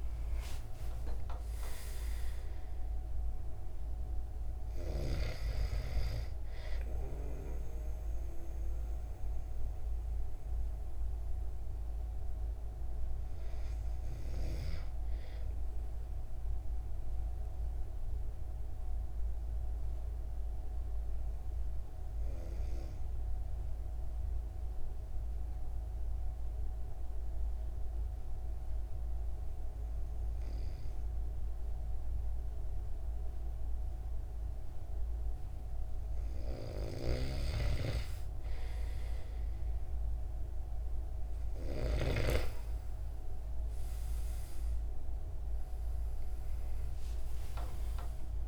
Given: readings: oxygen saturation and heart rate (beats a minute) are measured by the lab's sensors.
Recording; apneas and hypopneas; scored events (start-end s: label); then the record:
breathing in sleep by a room microphone; 1
0.00-11.50 s: oxygen desaturation (device-marked, oxygen 91% lowest)
17.00-36.50 s: mixed apnea (oxygen 97% before, 92% lowest)
37.00-42.50 s: snoring (device-marked)
43.50-48.48 s: oxygen desaturation (device-marked, oxygen 97% before, 92% lowest)
46.00-48.48 s: arousal
From the record:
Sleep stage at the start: N2 (light sleep); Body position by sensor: on the back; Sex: male